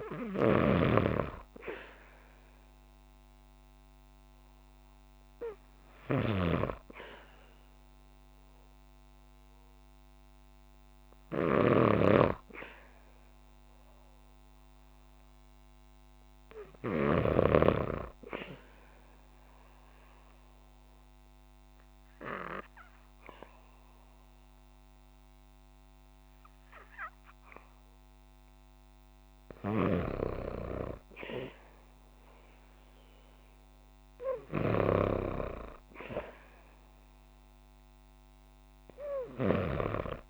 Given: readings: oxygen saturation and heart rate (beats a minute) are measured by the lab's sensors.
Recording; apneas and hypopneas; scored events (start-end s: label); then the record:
breathing in sleep by a microphone on the trachea; 1
0.00-10.50 s: oxygen desaturation (device-marked, oxygen 93% lowest, heart rate 55 extreme)
0.00-17.00 s: snoring (device-marked)
11.00-15.00 s: arousal
18.50-29.00 s: obstructive apnea (oxygen 98% before, 94% lowest, heart rate 58 before, 57 extreme, up 2 after)
31.00-34.50 s: arousal
From the record:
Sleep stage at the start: N2 (light sleep); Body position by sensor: on the back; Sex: female